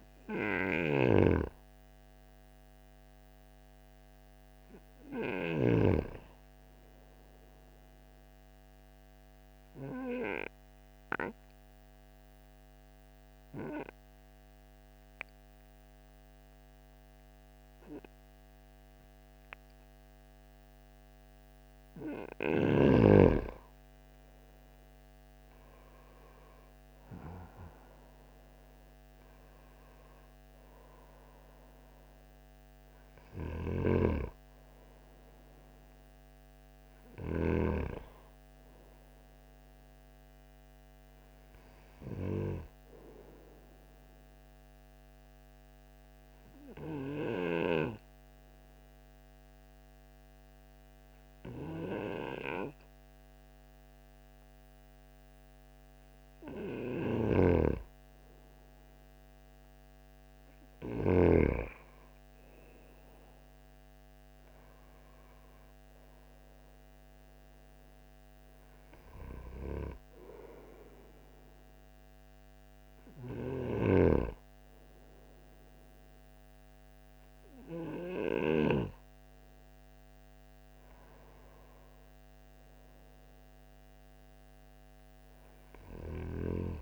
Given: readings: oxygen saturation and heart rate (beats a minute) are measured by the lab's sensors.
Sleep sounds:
breathing in sleep by a microphone on the trachea; 2
0.00-9.00 s: oxygen desaturation (device-marked, oxygen 87% lowest, heart rate 51 extreme)
0.50-5.50 s: snoring (device-marked)
8.00-22.00 s: obstructive apnea (oxygen 92% before, 91% lowest, heart rate 55 before, 53 extreme, up 10 after)
24.50-29.00 s: arousal
33.00-37.00 s: snoring (device-marked)
34.00-52.00 s: oxygen desaturation (device-marked, oxygen 95% before, 91% lowest, heart rate 58 before, 49 extreme)
44.50-57.00 s: obstructive apnea (oxygen 97% before, 91% lowest, heart rate 60 before, 49 extreme, up 8 after)
56.50-61.00 s: snoring (device-marked)
60.50-66.00 s: arousal
From the record:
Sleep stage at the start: N2 (light sleep); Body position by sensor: on the right side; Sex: male

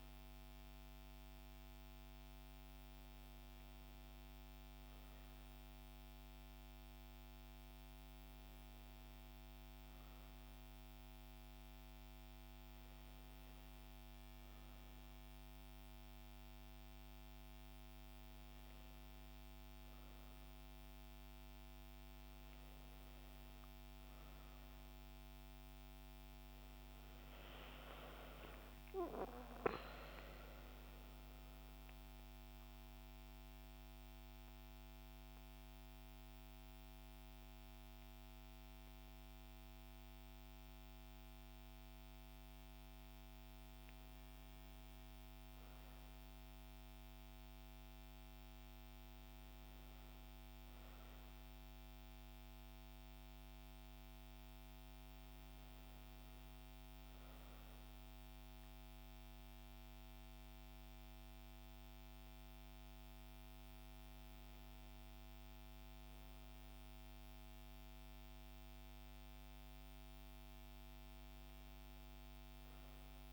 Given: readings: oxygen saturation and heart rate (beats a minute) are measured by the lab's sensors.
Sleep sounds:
breathing in sleep, hard to hear, by a microphone on the trachea; 1
25.00-29.50 s: arousal
32.00-43.00 s: central apnea (oxygen 94% before, 94% lowest, heart rate 61 before, 60 extreme, up 4 after)
45.00-49.00 s: arousal
From the record:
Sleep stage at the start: N2 (light sleep); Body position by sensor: on the back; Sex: female

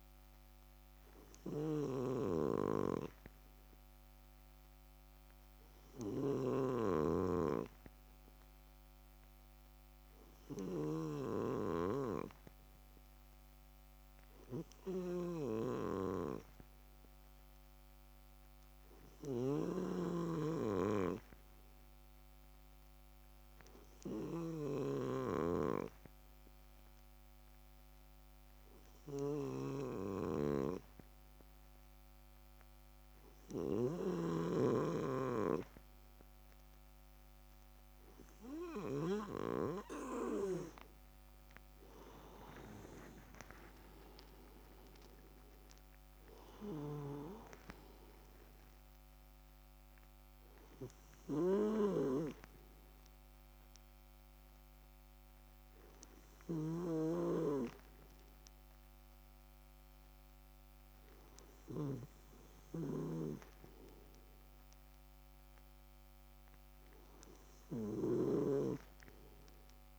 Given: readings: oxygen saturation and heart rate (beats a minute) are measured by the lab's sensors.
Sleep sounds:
breathing in sleep by a microphone on the trachea; 1
0.00-11.00 s: snoring (device-marked)
3.00-36.50 s: hypopnea (oxygen 97% before, 93% lowest)
19.00-34.00 s: snoring (device-marked)
38.00-41.50 s: arousal
46.50-56.50 s: snoring (device-marked)
62.50-69.99 s: snoring (device-marked)
From the record:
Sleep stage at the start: N2 (light sleep); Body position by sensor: on the left side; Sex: male

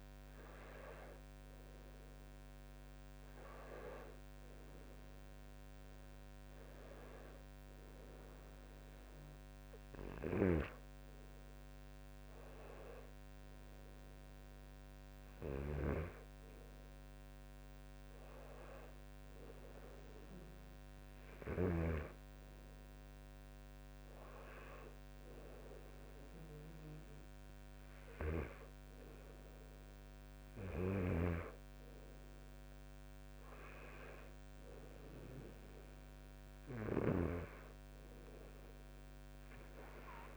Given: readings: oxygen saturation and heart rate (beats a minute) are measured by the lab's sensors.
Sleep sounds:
breathing in sleep by a microphone on the trachea; none
15.50-22.00 s: snoring (device-marked)
From the record:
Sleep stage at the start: N2 (light sleep); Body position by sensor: on the back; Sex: male

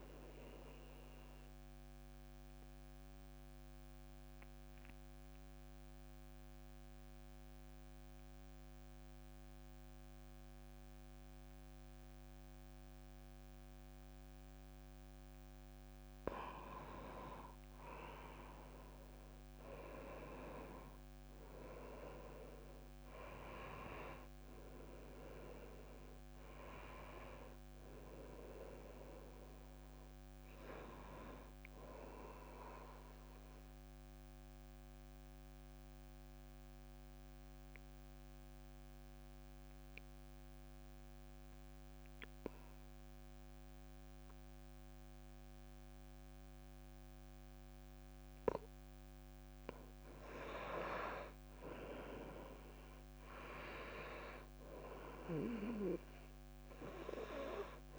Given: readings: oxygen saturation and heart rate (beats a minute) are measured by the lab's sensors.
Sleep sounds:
breathing in sleep by a microphone on the trachea; 2
1.50-16.50 s: obstructive apnea (oxygen 97% before, 89% lowest)
10.00-57.99 s: new sleep stage, N2 (light sleep)
18.00-42.00 s: oxygen desaturation (device-marked, oxygen 96% before, 89% lowest)
19.00-24.00 s: arousal
32.50-50.50 s: obstructive apnea (oxygen 97% before, 89% lowest)
52.00-57.99 s: oxygen desaturation (device-marked, oxygen 97% before, 89% lowest)
52.50-55.50 s: arousal
From the record:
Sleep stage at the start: N1 (lightest sleep); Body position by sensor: on the back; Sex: female

